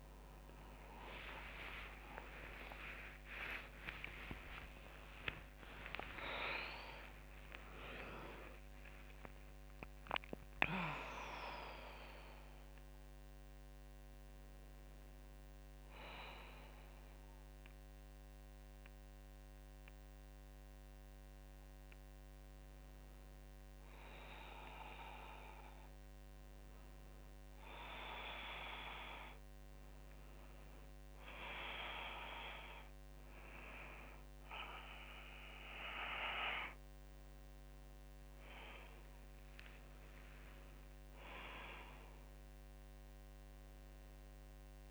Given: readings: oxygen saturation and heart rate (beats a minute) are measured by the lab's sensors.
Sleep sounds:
a person awake in a sleep study, by a microphone on the trachea; none
none scored
From the record:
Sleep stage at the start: awake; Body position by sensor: on the back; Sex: female

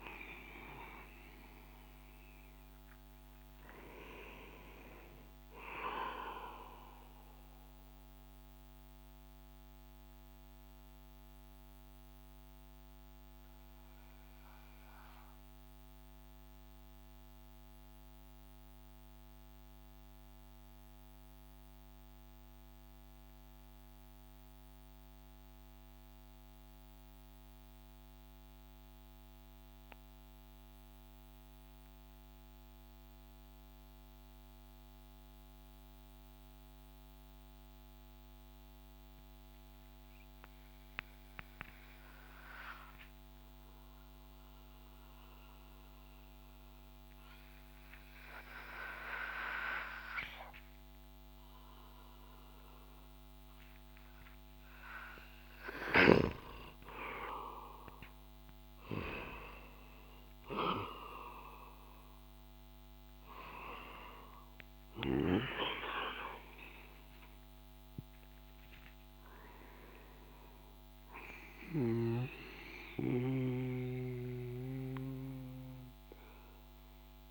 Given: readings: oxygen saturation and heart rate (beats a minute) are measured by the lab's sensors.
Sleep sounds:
breathing in sleep by a microphone on the trachea; 1
2.50-18.50 s: oxygen desaturation (device-marked, oxygen 95% before, 89% lowest)
5.50-54.50 s: mixed apnea (oxygen 96% before, 89% lowest)
36.50-61.50 s: oxygen desaturation (device-marked, oxygen 99% before, 94% lowest)
56.00-60.50 s: arousal
63.50-77.31 s: oxygen desaturation (device-marked, oxygen 95% before, 89% lowest)
From the record:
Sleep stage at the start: N2 (light sleep); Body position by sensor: on the back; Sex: male

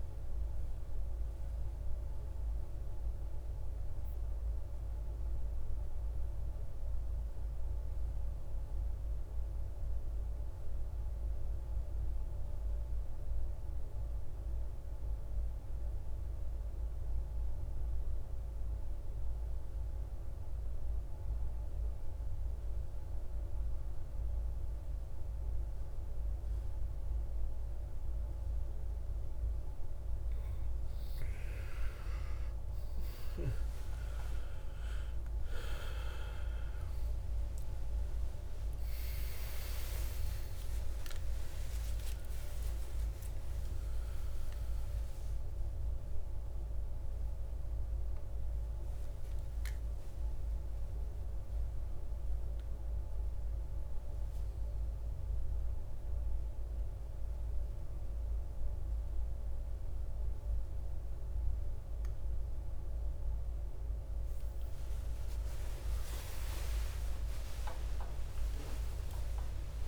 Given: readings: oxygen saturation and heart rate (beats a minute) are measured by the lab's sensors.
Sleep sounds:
breathing in sleep, hard to hear, by a room microphone; 2
0.00-6.50 s: oxygen desaturation (device-marked, oxygen 86% lowest, heart rate 56 extreme)
2.00-29.50 s: mixed apnea (oxygen 98% before, 81% lowest, heart rate 67 before, 57 extreme, up 17 after)
21.50-58.50 s: oxygen desaturation (device-marked, oxygen 99% before, 81% lowest, heart rate 59 before, 62 extreme)
33.00-39.00 s: arousal
42.50-69.88 s: new sleep stage, N1 (lightest sleep)
47.50-64.50 s: obstructive apnea (oxygen 98% before, 81% lowest, heart rate 73 before, 56 extreme, up 25 after)
66.50-69.88 s: arousal
From the record:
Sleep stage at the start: N2 (light sleep); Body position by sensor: on the right side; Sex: male

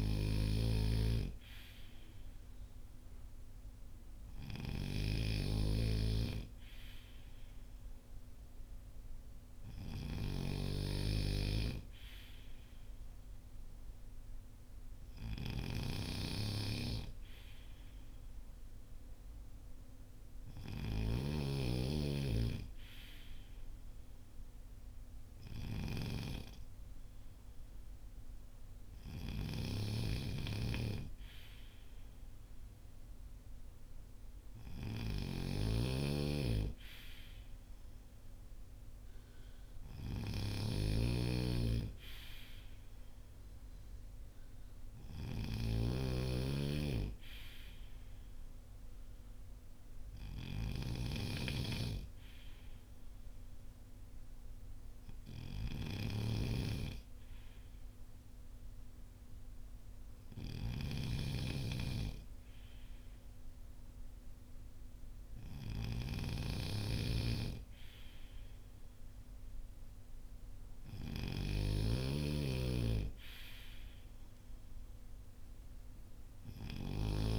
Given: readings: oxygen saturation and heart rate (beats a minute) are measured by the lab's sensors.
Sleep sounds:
breathing in sleep by a room microphone; none
0.00-77.39 s: snoring (device-marked)
From the record:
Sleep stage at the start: N3 (deep sleep); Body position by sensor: on the front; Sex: male

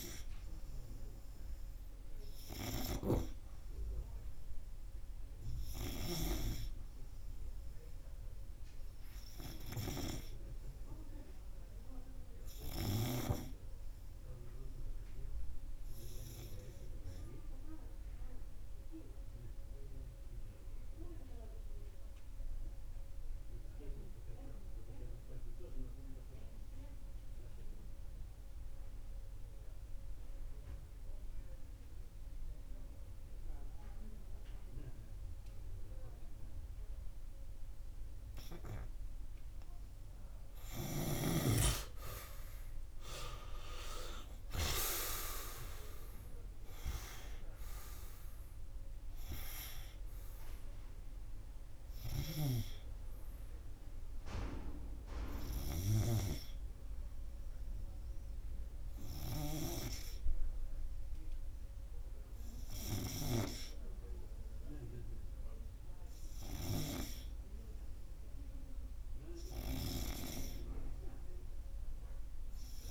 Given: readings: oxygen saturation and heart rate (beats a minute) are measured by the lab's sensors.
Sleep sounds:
breathing in sleep by a room microphone; 1
17.50-40.00 s: obstructive apnea (oxygen 92% before, 89% lowest, heart rate 87 before, 64 extreme, up 22 after)
18.50-33.50 s: oxygen desaturation (device-marked, oxygen 92% before, 89% lowest, heart rate 87 before, 64 extreme)
43.00-48.00 s: arousal
70.00-72.91 s: snoring (device-marked)
From the record:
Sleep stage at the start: REM sleep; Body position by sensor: on the right side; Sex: male

